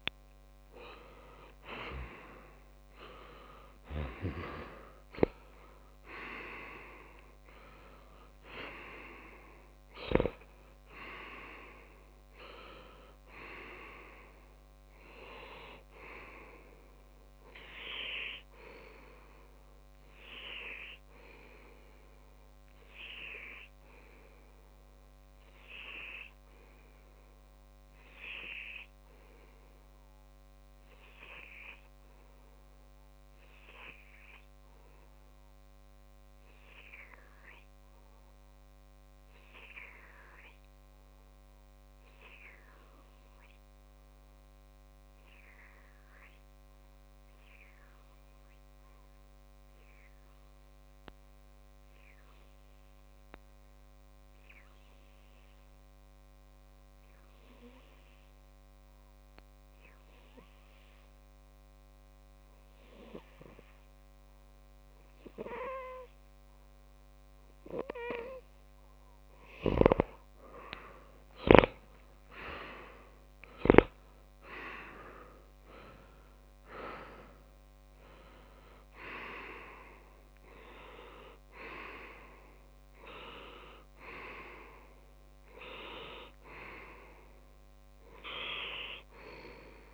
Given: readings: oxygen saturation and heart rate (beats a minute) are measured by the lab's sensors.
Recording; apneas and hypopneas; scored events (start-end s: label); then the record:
breathing in sleep by a microphone on the trachea; 1
1.00-5.00 s: arousal
23.00-68.00 s: obstructive apnea (oxygen 97% before, 90% lowest)
70.50-76.00 s: arousal
70.50-84.50 s: oxygen desaturation (device-marked, oxygen 97% before, 90% lowest)
From the record:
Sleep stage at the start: N2 (light sleep); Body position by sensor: on the left side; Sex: male